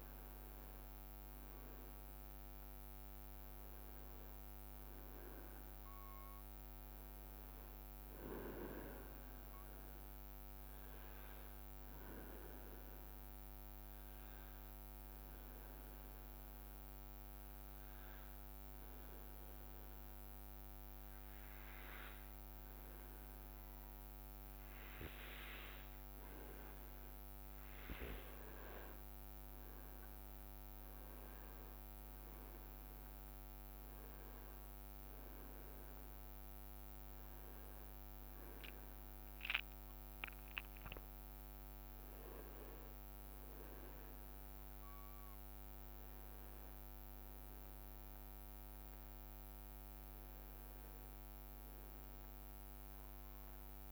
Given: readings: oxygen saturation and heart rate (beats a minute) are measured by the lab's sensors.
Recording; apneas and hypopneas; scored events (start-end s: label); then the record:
breathing in sleep by a microphone on the trachea; 1
0.00-4.00 s: arousal
2.00-15.00 s: oxygen desaturation (device-marked, oxygen 99% before, 96% lowest, heart rate 63 before, 59 extreme)
12.00-25.00 s: obstructive apnea (oxygen 100% before, 95% lowest, heart rate 66 before, 62 extreme, up 6 after)
28.50-33.00 s: arousal
29.00-49.00 s: oxygen desaturation (device-marked, oxygen 99% before, 95% lowest, heart rate 63 before, 62 extreme)
52.00-53.92 s: arousal
From the record:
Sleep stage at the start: N2 (light sleep); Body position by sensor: on the back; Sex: male